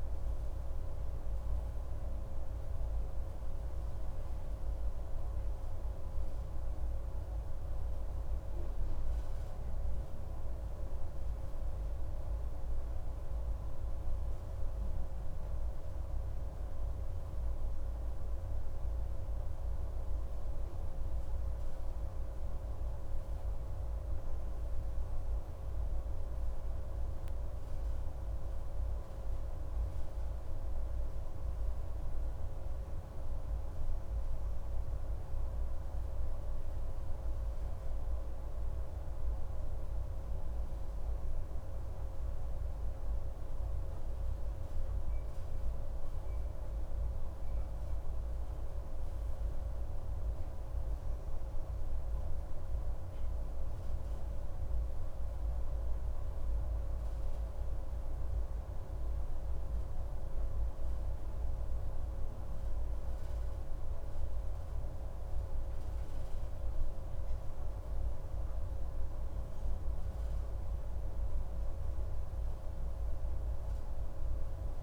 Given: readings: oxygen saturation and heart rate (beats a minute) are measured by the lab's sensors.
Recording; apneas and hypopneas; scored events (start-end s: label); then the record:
a person partly awake in a sleep study, hard to hear, by a room microphone; none
17.50-74.83 s: new sleep stage, N1 (lightest sleep)
From the record:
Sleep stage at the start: awake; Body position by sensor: on the right side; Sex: male